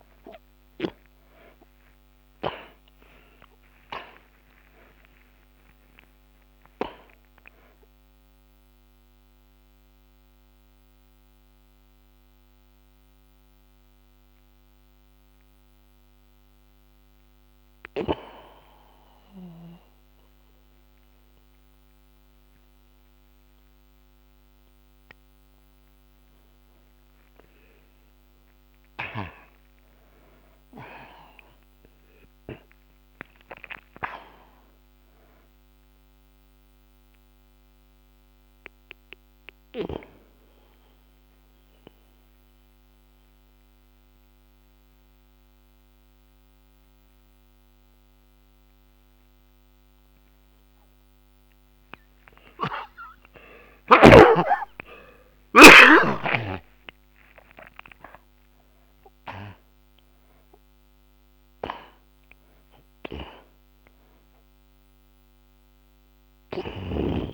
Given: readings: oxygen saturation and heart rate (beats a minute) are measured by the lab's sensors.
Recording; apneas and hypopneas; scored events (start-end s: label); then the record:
breathing in sleep by a microphone on the trachea; 2
5.50-26.50 s: oxygen desaturation (device-marked, oxygen 95% before, 78% lowest)
11.00-25.00 s: mixed apnea (oxygen 95% before, 76% lowest)
26.50-31.00 s: arousal
28.50-38.50 s: oxygen desaturation (device-marked, oxygen 97% before, 91% lowest)
36.50-51.00 s: mixed apnea (oxygen 97% before, 76% lowest)
43.50-52.50 s: oxygen desaturation (device-marked, oxygen 94% before, 78% lowest)
53.00-57.50 s: arousal
From the record:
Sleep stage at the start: N2 (light sleep); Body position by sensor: on the back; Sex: male